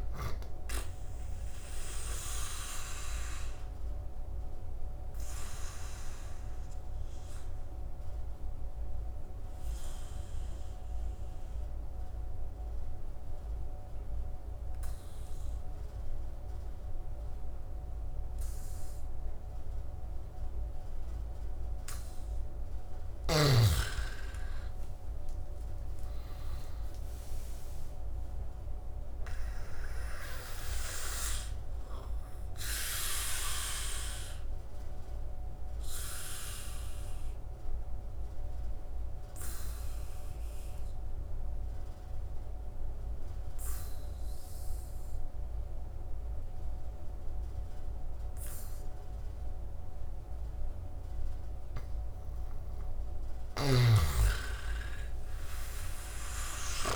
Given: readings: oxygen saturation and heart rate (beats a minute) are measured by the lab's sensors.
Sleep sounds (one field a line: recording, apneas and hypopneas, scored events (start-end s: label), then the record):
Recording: breathing in sleep by a room microphone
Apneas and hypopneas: 2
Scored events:
0.00-19.00 s: oxygen desaturation (device-marked, oxygen 81% lowest, heart rate 67 extreme)
0.50-21.50 s: obstructive apnea (oxygen 98% before, 81% lowest, heart rate 73 before, 67 extreme, up 14 after)
23.00-26.00 s: arousal
29.50-50.50 s: obstructive apnea (oxygen 99% before, 84% lowest, heart rate 71 before, 67 extreme, up 13 after)
31.00-56.96 s: oxygen desaturation (device-marked, oxygen 99% before, 84% lowest, heart rate 72 before, 67 extreme)
51.50-55.00 s: arousal
53.00-56.50 s: snoring (device-marked)
From the record:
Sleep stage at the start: N2 (light sleep)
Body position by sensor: on the back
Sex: male